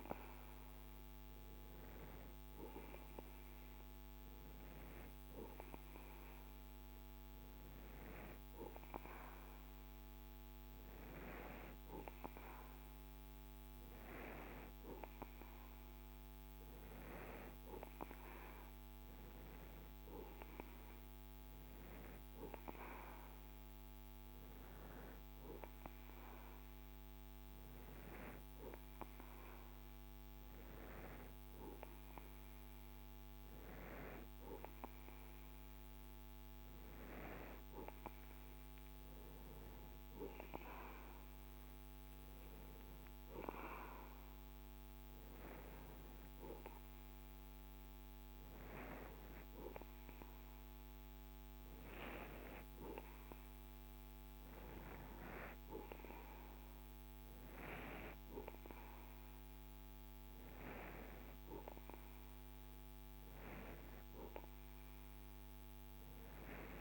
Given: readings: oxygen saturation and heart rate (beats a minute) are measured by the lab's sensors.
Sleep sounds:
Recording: breathing in sleep by a microphone on the trachea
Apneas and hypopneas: none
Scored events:
none scored
From the record:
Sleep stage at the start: N2 (light sleep)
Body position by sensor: on the right side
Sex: male

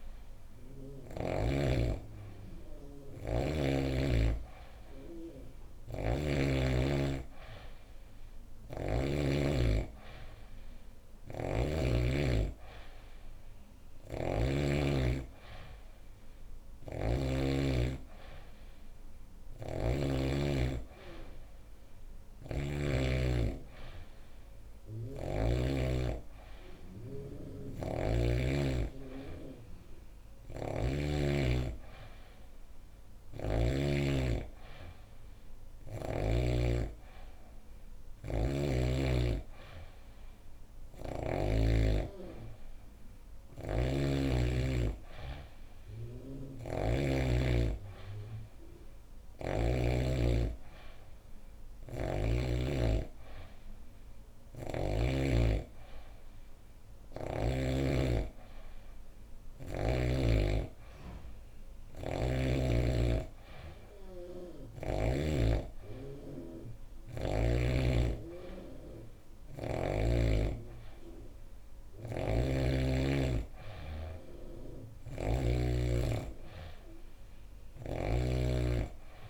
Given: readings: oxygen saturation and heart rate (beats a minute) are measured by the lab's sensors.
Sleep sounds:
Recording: breathing in sleep by a room microphone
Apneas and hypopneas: none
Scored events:
8.00-11.50 s: snoring (device-marked)
13.50-17.00 s: snoring (device-marked)
19.00-22.50 s: snoring (device-marked)
24.50-28.00 s: snoring (device-marked)
30.00-33.50 s: snoring (device-marked)
43.00-49.50 s: snoring (device-marked)
61.50-65.00 s: snoring (device-marked)
74.50-78.00 s: snoring (device-marked)
From the record:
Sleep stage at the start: N3 (deep sleep)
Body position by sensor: on the back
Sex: female

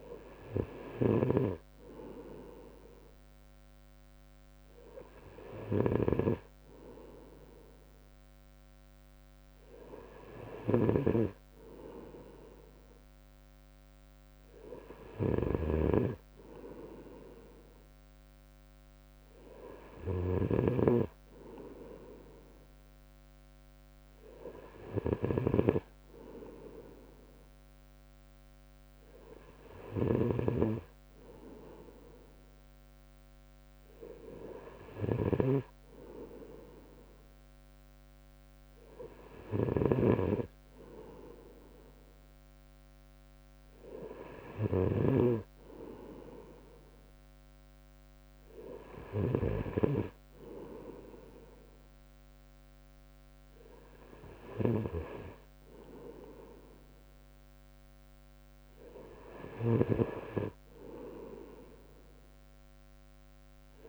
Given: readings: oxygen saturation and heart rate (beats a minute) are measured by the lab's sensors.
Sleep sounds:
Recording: breathing in sleep by a microphone on the trachea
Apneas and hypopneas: none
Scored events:
45.50-47.50 s: long interval between heartbeats (device-marked, heart rate 61 before, 64 extreme)
From the record:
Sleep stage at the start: N2 (light sleep)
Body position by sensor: on the right side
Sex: male

